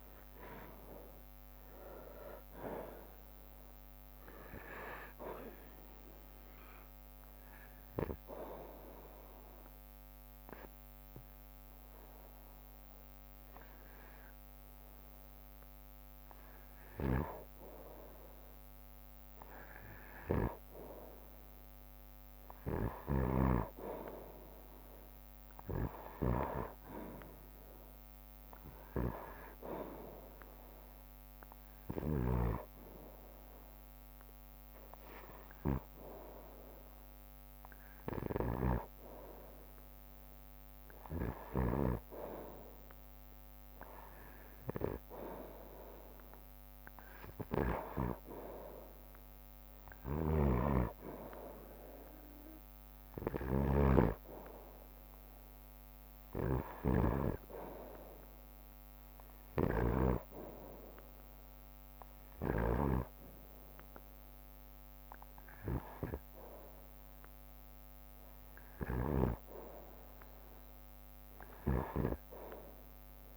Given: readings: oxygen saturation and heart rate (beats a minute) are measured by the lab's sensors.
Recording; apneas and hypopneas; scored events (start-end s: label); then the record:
breathing in sleep by a microphone on the trachea; 1
0.00-3.50 s: arousal
0.00-10.00 s: drop in pulse transit time (device-marked, heart rate 59 extreme)
3.00-10.00 s: bradycardia (device-marked, heart rate 63 before, 59 extreme)
7.50-17.50 s: obstructive apnea (oxygen 94% before, 92% lowest, heart rate 62 before, 59 extreme, up 3 after)
17.00-20.00 s: bradycardia (device-marked, heart rate 63 before, 60 extreme)
21.50-25.50 s: arousal
23.00-32.50 s: snoring (device-marked)
30.00-39.00 s: drop in pulse transit time (device-marked, heart rate 60 before, 62 extreme)
35.00-49.00 s: oxygen desaturation (device-marked, oxygen 97% before, 93% lowest, heart rate 61 before, 55 extreme)
40.00-46.00 s: bradycardia (device-marked, heart rate 62 before, 55 extreme)
50.00-63.00 s: snoring (device-marked)
51.00-63.00 s: drop in pulse transit time (device-marked, heart rate 61 before, 63 extreme)
From the record:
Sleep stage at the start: N2 (light sleep); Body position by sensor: on the right side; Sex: male